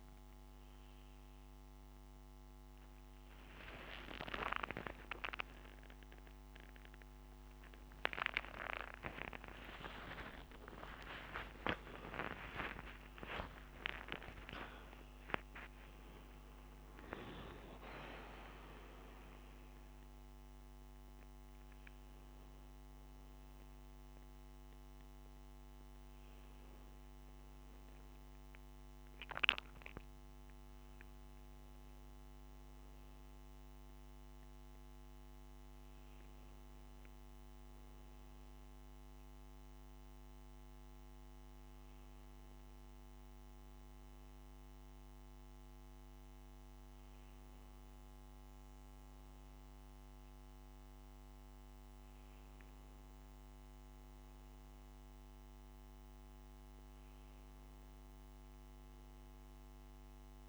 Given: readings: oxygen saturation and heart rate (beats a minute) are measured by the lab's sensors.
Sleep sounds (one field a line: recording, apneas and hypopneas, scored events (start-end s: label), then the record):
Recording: a person partly awake in a sleep study, by a microphone on the trachea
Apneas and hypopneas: none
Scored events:
19.00-25.00 s: bradycardia (device-marked)
29.00-60.49 s: new sleep stage, N1 (lightest sleep)
From the record:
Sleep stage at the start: awake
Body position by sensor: on the right side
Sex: male